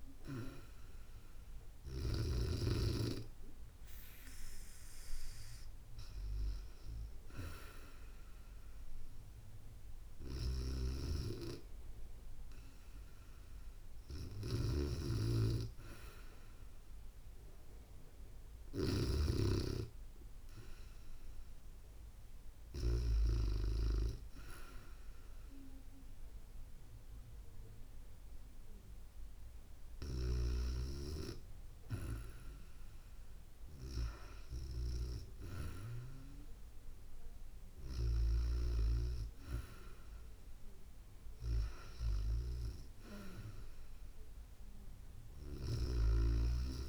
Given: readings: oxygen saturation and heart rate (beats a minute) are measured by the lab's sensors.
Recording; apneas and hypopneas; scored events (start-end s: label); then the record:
breathing in sleep by a room microphone; none
0.00-1.50 s: snoring (device-marked)
9.50-18.50 s: snoring (device-marked)
From the record:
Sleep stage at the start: REM sleep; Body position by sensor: on the back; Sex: female